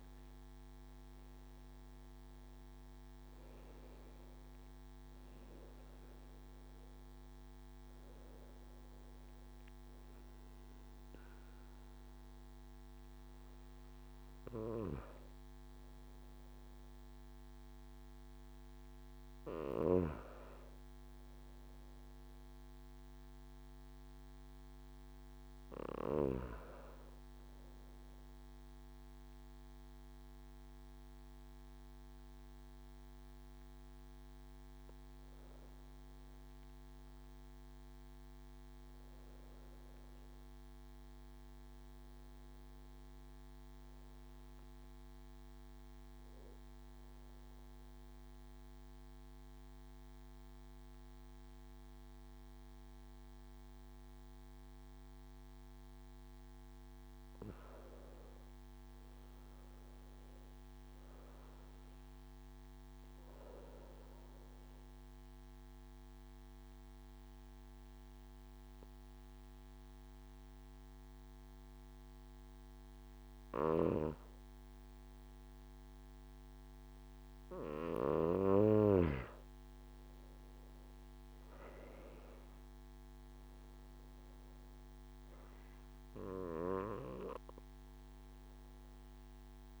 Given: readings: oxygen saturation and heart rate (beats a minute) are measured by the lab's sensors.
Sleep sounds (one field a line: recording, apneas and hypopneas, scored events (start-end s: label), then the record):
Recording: breathing in sleep by a microphone on the trachea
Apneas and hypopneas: 2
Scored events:
0.00-19.50 s: oxygen desaturation (device-marked, oxygen 91% lowest)
23.00-27.50 s: arousal
44.00-56.00 s: obstructive apnea (oxygen 98% before, 94% lowest, heart rate 71 before, 45 extreme, up 4 after)
58.00-62.00 s: arousal
66.00-78.00 s: obstructive apnea (oxygen 97% before, 92% lowest)
85.00-89.50 s: arousal
From the record:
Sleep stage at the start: N1 (lightest sleep)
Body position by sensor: on the back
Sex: male